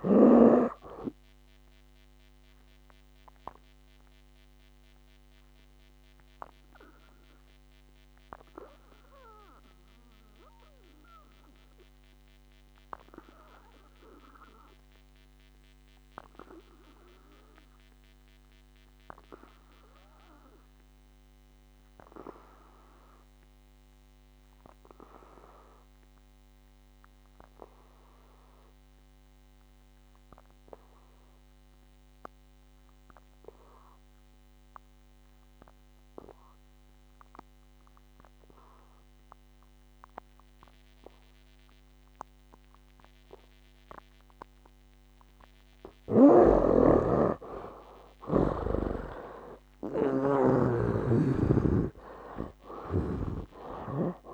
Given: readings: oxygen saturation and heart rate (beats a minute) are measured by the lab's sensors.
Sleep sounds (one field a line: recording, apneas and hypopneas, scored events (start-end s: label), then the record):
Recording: breathing in sleep by a microphone on the trachea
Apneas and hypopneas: 1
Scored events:
0.00-6.00 s: oxygen desaturation (device-marked, oxygen 78% lowest, heart rate 57 extreme)
1.50-46.00 s: obstructive apnea (oxygen 98% before, 71% lowest, heart rate 67 before, 59 extreme, up 16 after)
8.00-26.00 s: oxygen desaturation (device-marked, oxygen 83% before, 71% lowest, heart rate 74 before, 59 extreme)
33.00-54.34 s: oxygen desaturation (device-marked, oxygen 99% before, 72% lowest, heart rate 60 before, 57 extreme)
46.50-51.00 s: snoring (device-marked)
49.00-53.50 s: arousal
From the record:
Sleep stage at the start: N2 (light sleep)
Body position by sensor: on the back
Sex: male